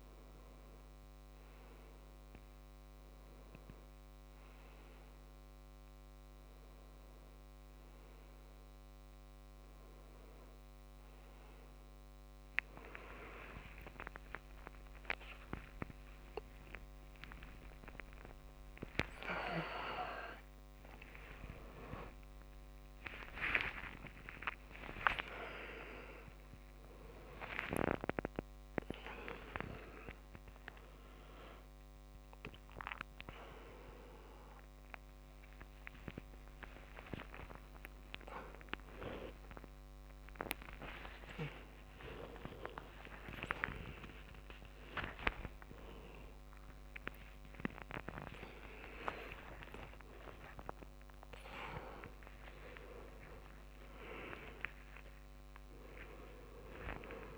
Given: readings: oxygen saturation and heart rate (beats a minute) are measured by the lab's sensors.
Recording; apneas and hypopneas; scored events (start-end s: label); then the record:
a person awake in a sleep study, by a microphone on the trachea; none
11.50-17.50 s: tachycardia (device-marked, heart rate 68 before, 114 extreme)
14.50-16.50 s: long interval between heartbeats (device-marked, heart rate 76 before, 110 extreme)
22.50-27.50 s: tachycardia (device-marked, heart rate 69 before, 101 extreme)
22.50-57.38 s: new sleep stage, awake
33.50-48.50 s: tachycardia (device-marked, heart rate 69 before, 186 extreme)
39.50-41.50 s: long interval between heartbeats (device-marked, heart rate 102 before, 130 extreme)
42.50-44.50 s: long interval between heartbeats (device-marked, heart rate 109 before, 148 extreme)
44.50-46.50 s: long interval between heartbeats (device-marked, heart rate 114 before, 173 extreme)
46.50-48.50 s: long interval between heartbeats (device-marked, heart rate 122 before, 159 extreme)
51.50-53.50 s: bradycardia (device-marked, heart rate 72 before, 78 extreme)
From the record:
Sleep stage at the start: N1 (lightest sleep); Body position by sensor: on the back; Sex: male